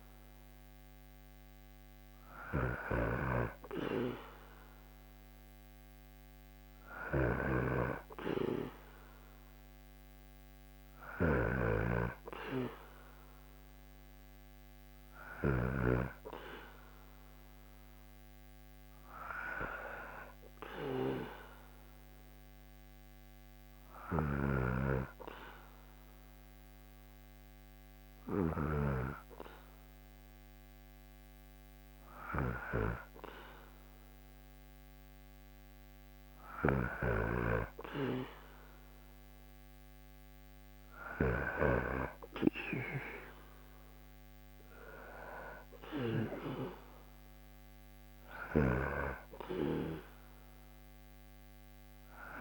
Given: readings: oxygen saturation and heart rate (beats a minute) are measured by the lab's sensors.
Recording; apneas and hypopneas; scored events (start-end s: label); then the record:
breathing in sleep by a microphone on the trachea; 1
2.00-15.50 s: snoring (device-marked)
21.50-32.00 s: hypopnea (oxygen 98% before, 95% lowest, heart rate 75 before, 70 extreme, up 1 after)
23.50-28.50 s: snoring (device-marked)
33.50-37.00 s: arousal
36.00-41.00 s: snoring (device-marked)
49.50-52.41 s: new sleep stage, REM sleep
From the record:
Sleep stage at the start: N2 (light sleep); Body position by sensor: on the back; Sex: male